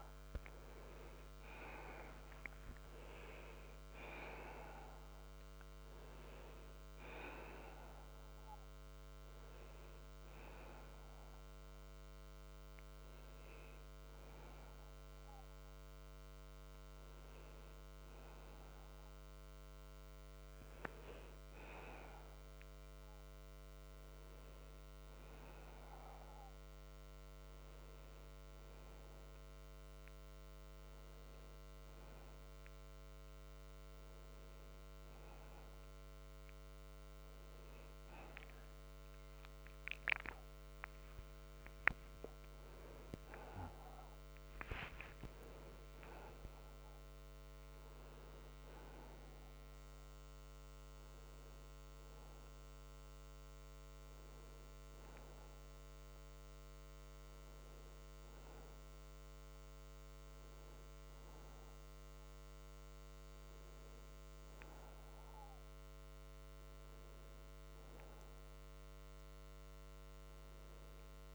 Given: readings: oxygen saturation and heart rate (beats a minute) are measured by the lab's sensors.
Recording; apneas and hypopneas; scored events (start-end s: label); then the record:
a person awake in a sleep study, by a microphone on the trachea; none
1.50-10.50 s: oxygen desaturation (device-marked, oxygen 98% before, 90% lowest)
41.50-71.35 s: new sleep stage, N1 (lightest sleep)
From the record:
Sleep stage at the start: awake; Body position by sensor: on the back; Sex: male